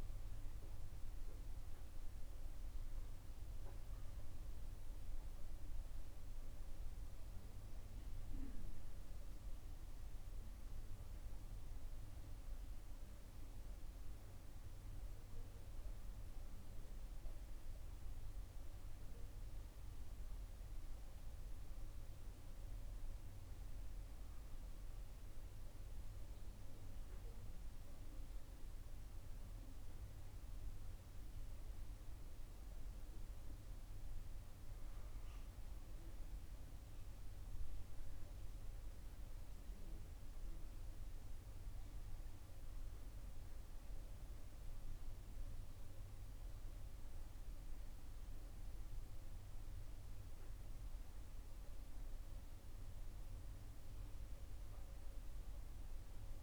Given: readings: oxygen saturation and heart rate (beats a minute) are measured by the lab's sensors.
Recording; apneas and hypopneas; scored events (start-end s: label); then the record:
a person awake in a sleep study, hard to hear, by a room microphone; none
none scored
From the record:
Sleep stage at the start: awake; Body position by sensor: on the right side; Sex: female